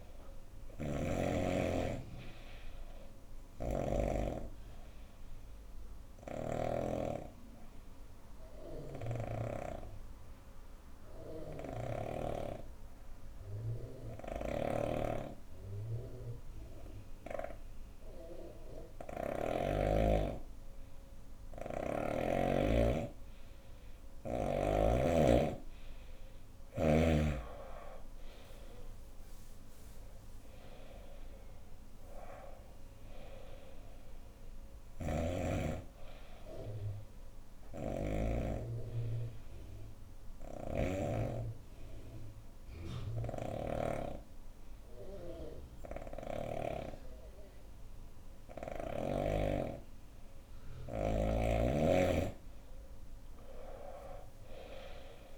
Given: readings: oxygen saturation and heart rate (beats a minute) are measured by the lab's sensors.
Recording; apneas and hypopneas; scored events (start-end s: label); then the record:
breathing in sleep by a room microphone; 2
0.00-3.50 s: snoring (device-marked)
4.00-21.50 s: obstructive apnea (oxygen 97% before, 89% lowest, heart rate 72 before, 66 extreme, up 8 after)
5.50-9.00 s: snoring (device-marked)
13.50-19.00 s: snoring (device-marked)
23.50-43.50 s: oxygen desaturation (device-marked, oxygen 96% before, 89% lowest, heart rate 69 before, 65 extreme)
26.50-31.00 s: arousal
34.00-43.50 s: snoring (device-marked)
37.50-50.50 s: obstructive apnea (oxygen 96% before, 90% lowest, heart rate 74 before, 63 extreme, up 9 after)
51.00-55.38 s: arousal
From the record:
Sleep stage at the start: N2 (light sleep); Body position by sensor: on the right side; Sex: female